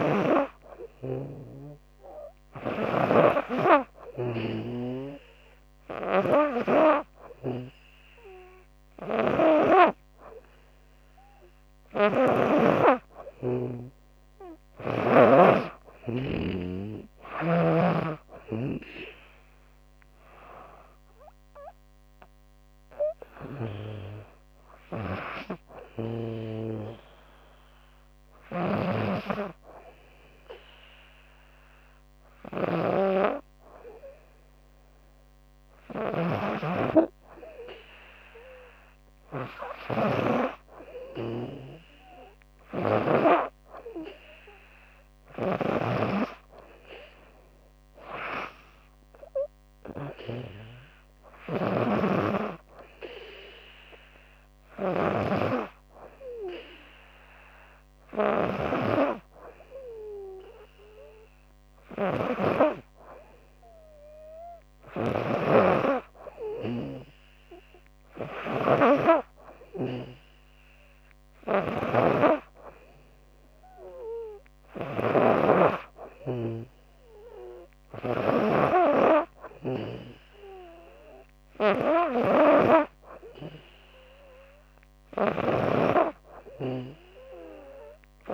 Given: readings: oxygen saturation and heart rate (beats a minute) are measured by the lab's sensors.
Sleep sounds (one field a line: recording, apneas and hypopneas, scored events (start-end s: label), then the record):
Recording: breathing in sleep by a microphone on the trachea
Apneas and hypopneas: none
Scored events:
0.00-12.00 s: snoring (device-marked)
28.00-40.00 s: snoring (device-marked)
51.00-88.34 s: snoring (device-marked)
From the record:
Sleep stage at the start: N2 (light sleep)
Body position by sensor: on the back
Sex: female